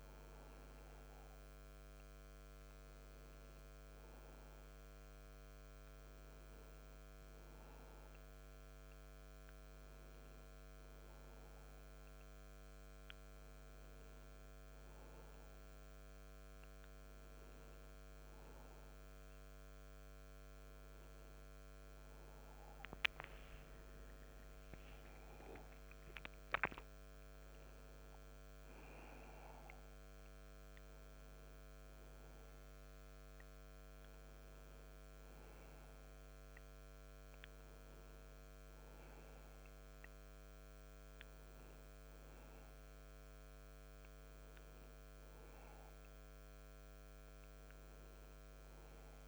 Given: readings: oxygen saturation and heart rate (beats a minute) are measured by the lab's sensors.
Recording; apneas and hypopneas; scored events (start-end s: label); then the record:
breathing in sleep, hard to hear, by a microphone on the trachea; none
24.00-29.00 s: arousal
From the record:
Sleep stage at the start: N2 (light sleep); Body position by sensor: on the back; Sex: male